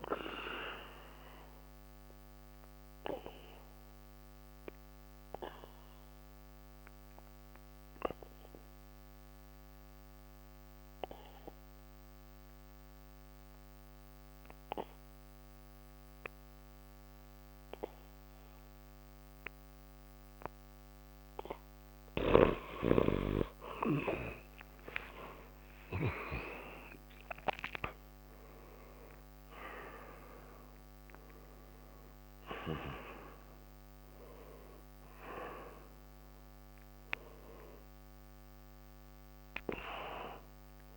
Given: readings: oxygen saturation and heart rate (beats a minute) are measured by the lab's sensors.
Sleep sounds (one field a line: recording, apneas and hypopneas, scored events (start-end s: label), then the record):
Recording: breathing in sleep by a microphone on the trachea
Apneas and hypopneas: 1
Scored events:
0.00-14.00 s: oxygen desaturation (device-marked, oxygen 87% lowest, heart rate 60 extreme)
1.50-21.00 s: obstructive apnea (oxygen 93% before, 86% lowest, heart rate 65 before, 60 extreme, up 28 after)
24.00-28.00 s: arousal
26.00-40.97 s: oxygen desaturation (device-marked, oxygen 96% before, 86% lowest, heart rate 64 before, 60 extreme)
From the record:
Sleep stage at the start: N2 (light sleep)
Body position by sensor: on the back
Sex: male